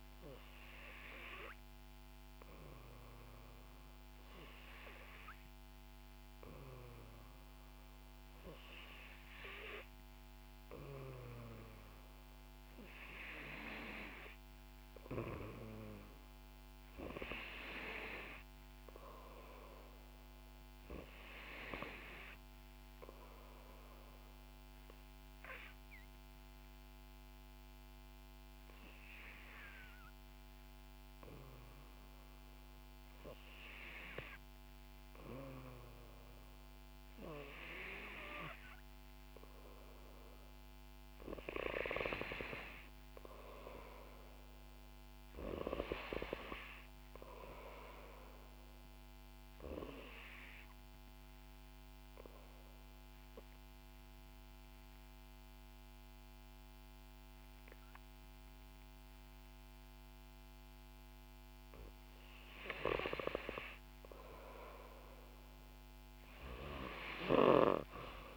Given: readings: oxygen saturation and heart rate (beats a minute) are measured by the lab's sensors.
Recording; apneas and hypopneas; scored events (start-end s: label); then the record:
breathing in sleep by a microphone on the trachea; 2
22.50-34.50 s: obstructive apnea (oxygen 92% before, 88% lowest, heart rate 65 before, 60 extreme, up 4 after)
36.50-39.50 s: arousal
42.50-64.50 s: oxygen desaturation (device-marked, oxygen 92% before, 89% lowest, heart rate 64 before, 61 extreme)
49.00-62.50 s: obstructive apnea (oxygen 92% before, 88% lowest, heart rate 63 before, 61 extreme, up 2 after)
66.00-68.37 s: arousal
From the record:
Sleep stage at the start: N3 (deep sleep); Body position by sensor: on the back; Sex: female